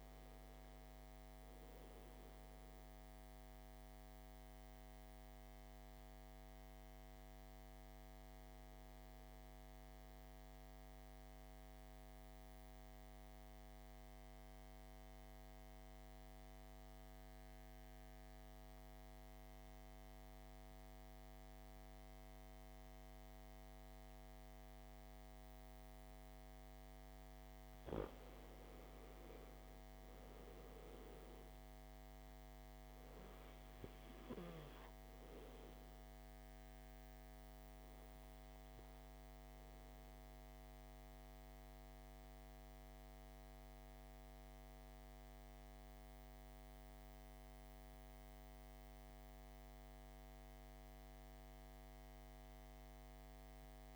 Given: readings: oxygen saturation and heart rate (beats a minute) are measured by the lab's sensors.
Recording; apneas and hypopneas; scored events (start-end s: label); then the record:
breathing in sleep, hard to hear, by a microphone on the trachea; 1
0.00-22.00 s: oxygen desaturation (device-marked, oxygen 87% lowest, heart rate 50 extreme)
2.50-27.00 s: mixed apnea (oxygen 99% before, 87% lowest, heart rate 60 before, 50 extreme, up 6 after)
29.50-33.00 s: arousal
35.00-53.96 s: oxygen desaturation (device-marked, oxygen 99% before, 88% lowest, heart rate 55 before, 50 extreme)
From the record:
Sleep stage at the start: N2 (light sleep); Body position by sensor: on the back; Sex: male